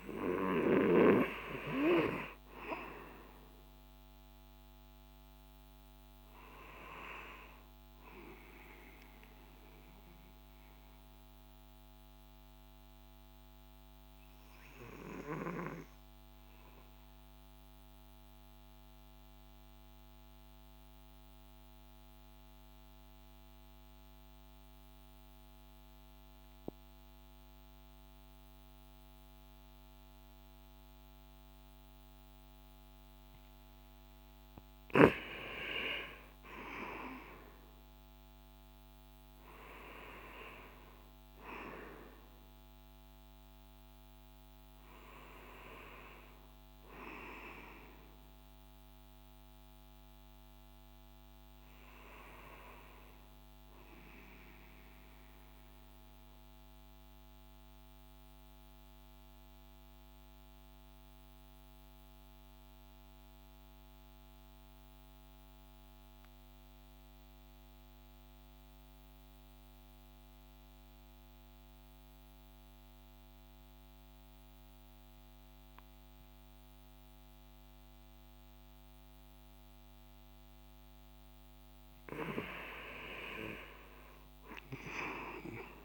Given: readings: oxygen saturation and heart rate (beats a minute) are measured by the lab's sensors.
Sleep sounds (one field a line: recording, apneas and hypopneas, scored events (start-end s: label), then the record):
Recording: breathing in sleep by a microphone on the trachea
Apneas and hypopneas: 2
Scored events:
10.50-33.00 s: central apnea (oxygen 96% before, 92% lowest)
35.50-41.00 s: arousal
56.00-81.00 s: mixed apnea (oxygen 96% before, 91% lowest)
83.00-85.85 s: arousal
From the record:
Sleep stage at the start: N2 (light sleep)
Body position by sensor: on the back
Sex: male